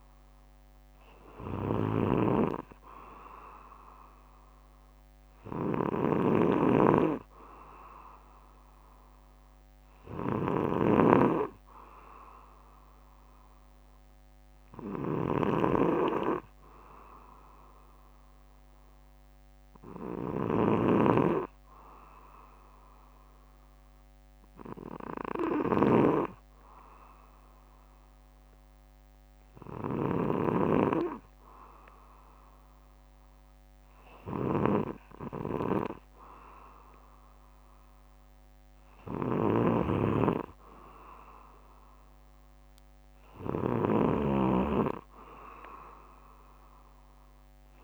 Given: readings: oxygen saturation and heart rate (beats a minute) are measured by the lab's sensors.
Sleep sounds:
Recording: breathing in sleep by a microphone on the trachea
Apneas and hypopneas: none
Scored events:
0.00-11.00 s: snoring (device-marked)
20.50-30.50 s: snoring (device-marked)
39.00-47.84 s: snoring (device-marked)
From the record:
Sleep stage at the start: N2 (light sleep)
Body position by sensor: on the back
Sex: male

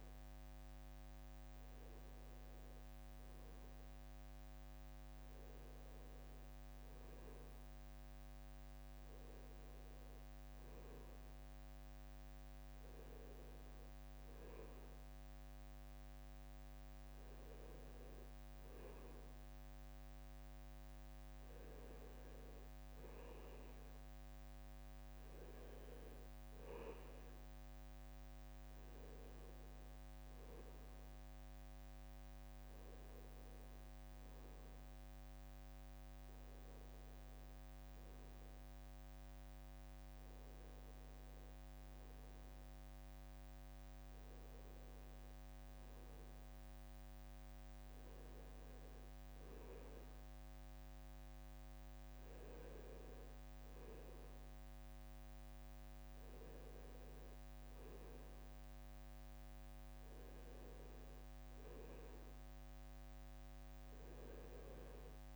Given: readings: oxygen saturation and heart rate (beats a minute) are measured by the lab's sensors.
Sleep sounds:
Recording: a person partly awake in a sleep study, hard to hear, by a microphone on the trachea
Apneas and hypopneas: none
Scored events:
9.00-65.36 s: new sleep stage, N2 (light sleep)
From the record:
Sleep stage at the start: awake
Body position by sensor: on the right side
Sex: male

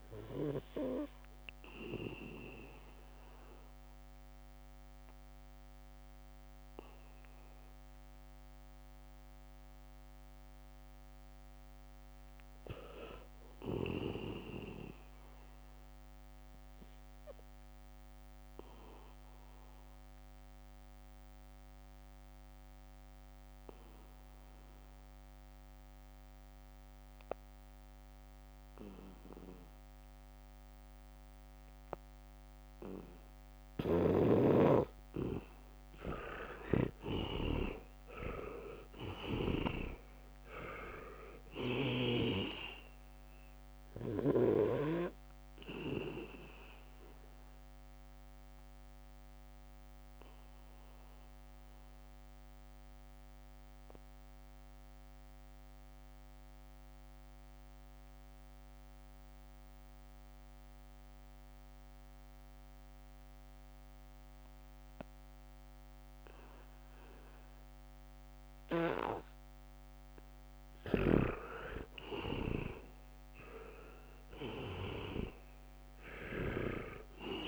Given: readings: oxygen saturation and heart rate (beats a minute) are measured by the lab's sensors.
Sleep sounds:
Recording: breathing in sleep by a microphone on the trachea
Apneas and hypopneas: 2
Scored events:
0.00-14.00 s: oxygen desaturation (device-marked, oxygen 78% lowest, heart rate 64 extreme)
1.50-33.00 s: obstructive apnea (oxygen 99% before, 78% lowest, heart rate 70 before, 64 extreme, up 0 after)
27.00-60.00 s: oxygen desaturation (device-marked, oxygen 99% before, 78% lowest, heart rate 77 before, 63 extreme)
30.00-32.50 s: leg movement (device-marked)
34.00-42.50 s: snoring (device-marked)
38.50-42.50 s: arousal
46.50-70.00 s: obstructive apnea (oxygen 99% before, 78% lowest, heart rate 69 before, 63 extreme, up 3 after)
63.00-65.50 s: leg movement (device-marked)
67.50-70.00 s: leg movement (device-marked)
71.00-77.48 s: oxygen desaturation (device-marked, oxygen 99% before, 81% lowest, heart rate 73 before, 70 extreme)
72.00-76.50 s: arousal
From the record:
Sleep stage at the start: N2 (light sleep)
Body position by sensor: on the back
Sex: male

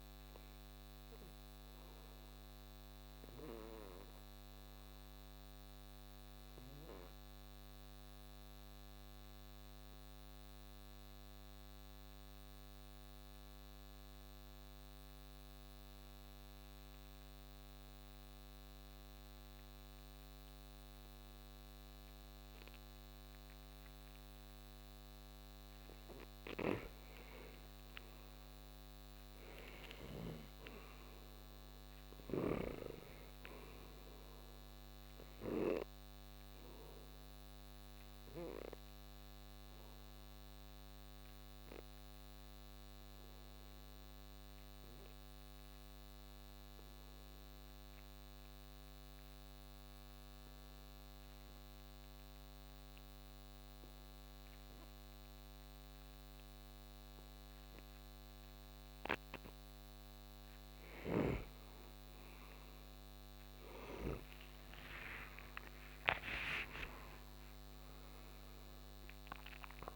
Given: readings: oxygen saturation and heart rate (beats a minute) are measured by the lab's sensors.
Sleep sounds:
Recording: breathing in sleep by a microphone on the trachea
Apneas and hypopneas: 2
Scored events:
0.00-10.50 s: oxygen desaturation (device-marked, oxygen 83% lowest, heart rate 59 extreme)
1.00-25.50 s: obstructive apnea (oxygen 97% before, 83% lowest, heart rate 67 before, 59 extreme, up 7 after)
24.50-48.50 s: oxygen desaturation (device-marked, oxygen 97% before, 85% lowest, heart rate 60 before, 60 extreme)
27.50-31.50 s: arousal
36.50-59.50 s: obstructive apnea (oxygen 98% before, 85% lowest, heart rate 64 before, 56 extreme, up 46 after)
56.50-69.96 s: oxygen desaturation (device-marked, oxygen 97% before, 85% lowest, heart rate 62 before, 56 extreme)
61.00-66.50 s: snoring (device-marked)
64.50-69.96 s: arousal
From the record:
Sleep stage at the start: N2 (light sleep)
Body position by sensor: on the right side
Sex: male

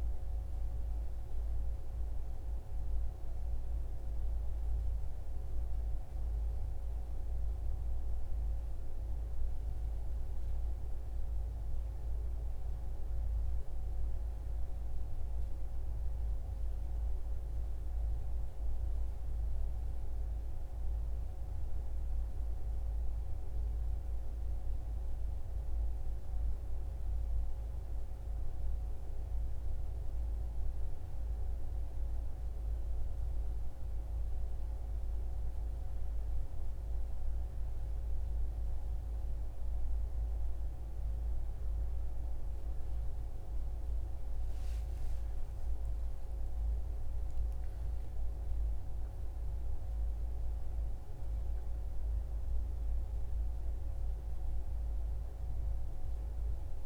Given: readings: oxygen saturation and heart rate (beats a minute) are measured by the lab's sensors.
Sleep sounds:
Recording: breathing in sleep, hard to hear, by a room microphone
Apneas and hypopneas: none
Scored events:
43.50-47.50 s: arousal
From the record:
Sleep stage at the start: REM sleep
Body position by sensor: on the back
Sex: male

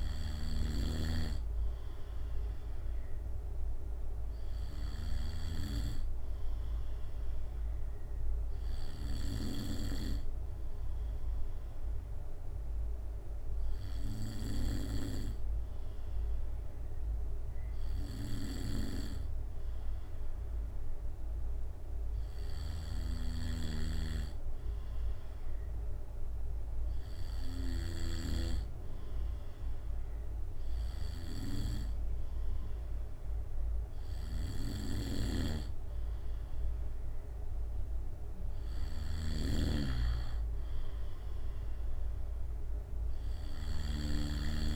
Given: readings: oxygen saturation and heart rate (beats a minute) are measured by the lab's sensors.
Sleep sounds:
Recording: breathing in sleep by a room microphone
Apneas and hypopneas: 1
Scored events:
0.00-1.00 s: snoring (device-marked)
7.00-9.00 s: long interval between heartbeats (device-marked, heart rate 66 before, 75 extreme)
9.00-32.50 s: hypopnea (oxygen 96% before, 95% lowest, heart rate 67 before, 65 extreme, up 2 after)
20.50-22.50 s: long interval between heartbeats (device-marked, heart rate 69 before, 77 extreme)
23.00-28.00 s: snoring (device-marked)
34.50-37.00 s: arousal
35.00-39.50 s: snoring (device-marked)
From the record:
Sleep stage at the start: N2 (light sleep)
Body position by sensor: on the back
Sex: male

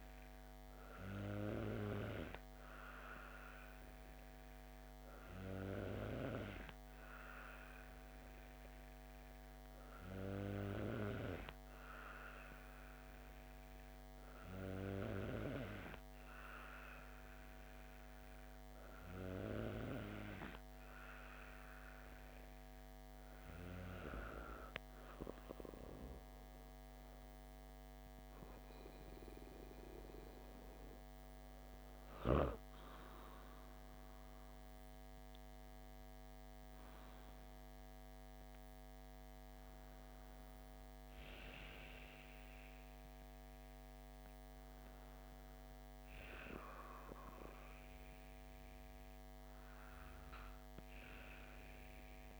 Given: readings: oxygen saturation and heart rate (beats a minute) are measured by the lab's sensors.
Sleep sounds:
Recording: breathing in sleep by a microphone on the trachea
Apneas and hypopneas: none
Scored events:
none scored
From the record:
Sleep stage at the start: N2 (light sleep)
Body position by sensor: on the back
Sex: female

